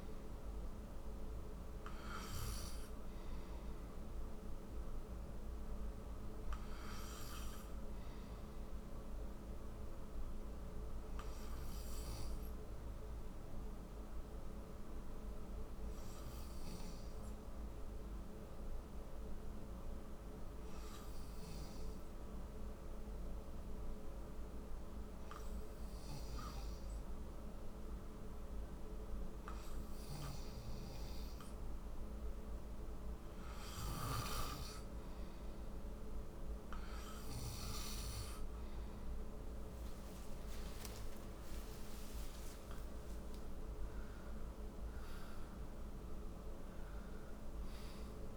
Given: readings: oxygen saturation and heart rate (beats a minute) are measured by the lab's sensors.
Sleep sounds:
breathing in sleep, hard to hear, by a room microphone; 1
11.00-34.50 s: hypopnea (oxygen 93% before, 92% lowest, heart rate 56 before, 55 extreme, up 39 after)
38.00-43.00 s: arousal
From the record:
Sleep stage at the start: N2 (light sleep); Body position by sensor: on the right side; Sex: male

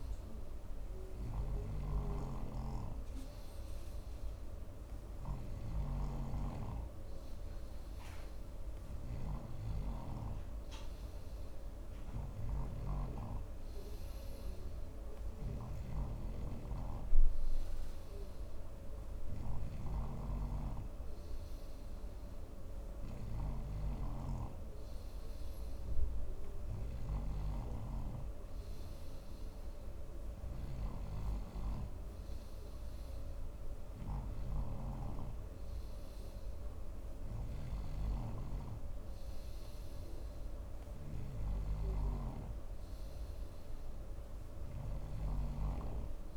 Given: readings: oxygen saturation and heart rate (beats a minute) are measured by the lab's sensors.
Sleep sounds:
breathing in sleep by a room microphone; none
0.00-46.37 s: snoring (device-marked)
From the record:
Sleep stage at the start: N3 (deep sleep); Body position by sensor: on the front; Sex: male

